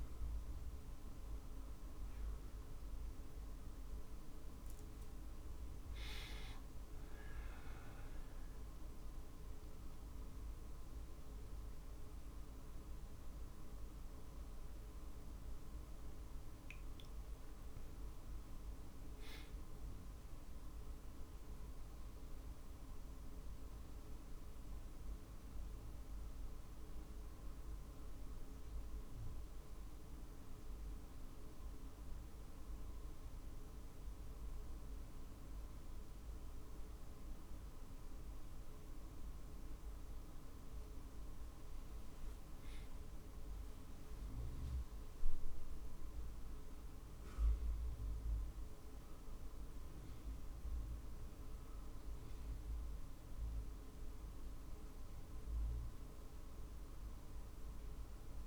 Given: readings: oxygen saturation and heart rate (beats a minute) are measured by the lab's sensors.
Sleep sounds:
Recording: a person awake in a sleep study, hard to hear, by a room microphone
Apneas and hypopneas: none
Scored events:
none scored
From the record:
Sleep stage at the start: awake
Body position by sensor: on the back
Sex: male

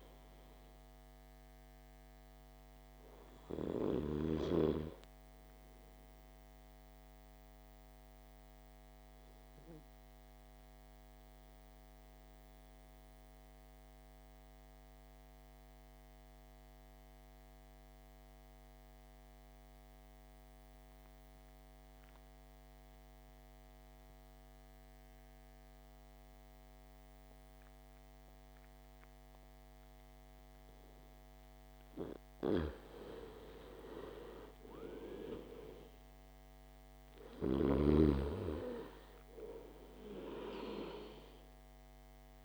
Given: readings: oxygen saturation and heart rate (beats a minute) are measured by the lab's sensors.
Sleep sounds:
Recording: breathing in sleep by a microphone on the trachea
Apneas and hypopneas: 1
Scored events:
3.50-27.50 s: oxygen desaturation (device-marked, oxygen 98% before, 86% lowest, heart rate 61 before, 51 extreme)
5.50-32.50 s: mixed apnea (oxygen 99% before, 86% lowest, heart rate 61 before, 51 extreme, up 5 after)
34.00-37.50 s: arousal
34.50-42.44 s: oxygen desaturation (device-marked, oxygen 99% before, 87% lowest, heart rate 54 before, 51 extreme)
38.00-42.44 s: snoring (device-marked)
From the record:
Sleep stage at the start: N2 (light sleep)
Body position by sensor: on the back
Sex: male

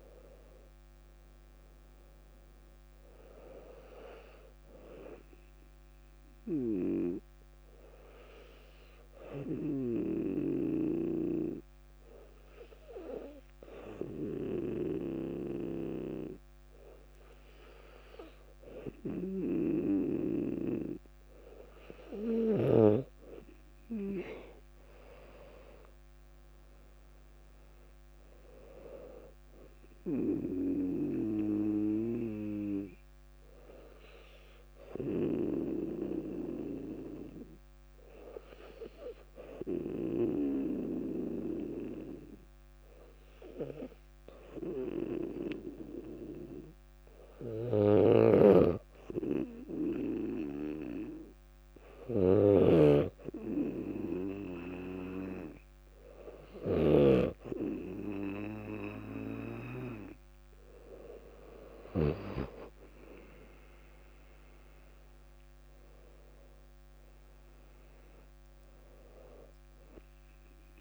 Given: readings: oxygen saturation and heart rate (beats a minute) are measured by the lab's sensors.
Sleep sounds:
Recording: breathing in sleep by a microphone on the trachea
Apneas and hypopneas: 2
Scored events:
8.00-20.50 s: hypopnea (oxygen 99% before, 97% lowest, heart rate 65 before, 58 extreme, up 4 after)
24.00-27.50 s: arousal
31.00-56.00 s: hypopnea (oxygen 99% before, 97% lowest, heart rate 60 before, 55 extreme, up 7 after)
48.00-57.50 s: snoring (device-marked)
63.00-66.50 s: arousal
63.50-70.81 s: drop in pulse transit time (device-marked, heart rate 63 before, 55 extreme)
From the record:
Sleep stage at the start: N2 (light sleep)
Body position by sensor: on the back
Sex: female

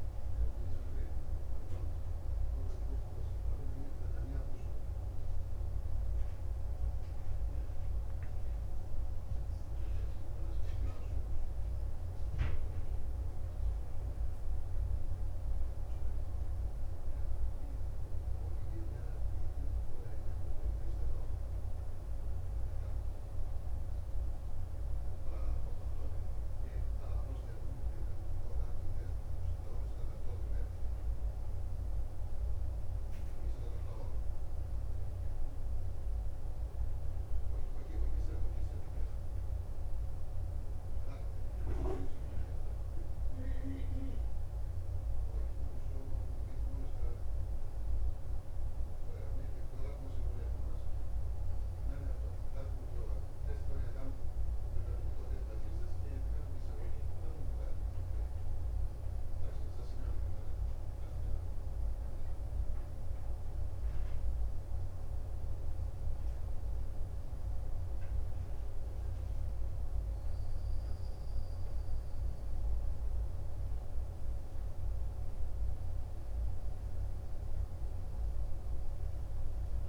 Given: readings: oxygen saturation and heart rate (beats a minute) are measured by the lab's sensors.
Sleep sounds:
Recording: breathing in sleep, hard to hear, by a room microphone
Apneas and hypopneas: 1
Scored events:
8.50-19.50 s: hypopnea (oxygen 93% before, 90% lowest, heart rate 58 before, 49 extreme, up 0 after)
21.50-25.50 s: arousal
From the record:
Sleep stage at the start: N2 (light sleep)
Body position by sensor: on the back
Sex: male

